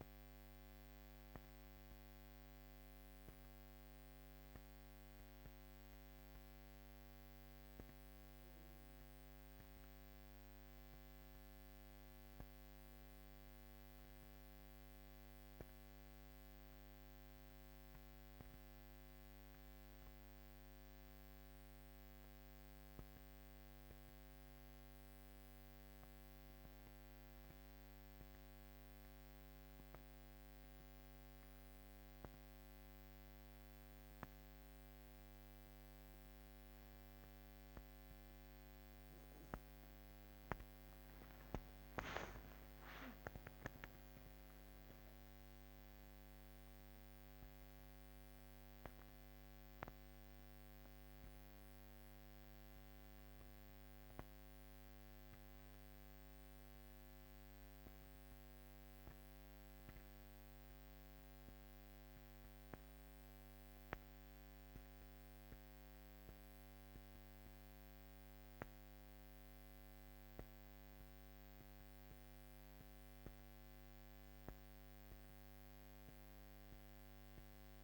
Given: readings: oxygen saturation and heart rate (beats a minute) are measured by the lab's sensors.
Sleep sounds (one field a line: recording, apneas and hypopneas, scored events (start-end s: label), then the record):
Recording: breathing in sleep, hard to hear, by a microphone on the trachea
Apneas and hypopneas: 1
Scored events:
9.00-37.00 s: obstructive apnea (oxygen 97% before, 89% lowest, heart rate 52 before, 49 extreme, up 7 after)
39.00-43.50 s: arousal
42.00-71.00 s: oxygen desaturation (device-marked, oxygen 95% before, 89% lowest, heart rate 56 before, 49 extreme)
From the record:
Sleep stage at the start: N2 (light sleep)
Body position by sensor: on the back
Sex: female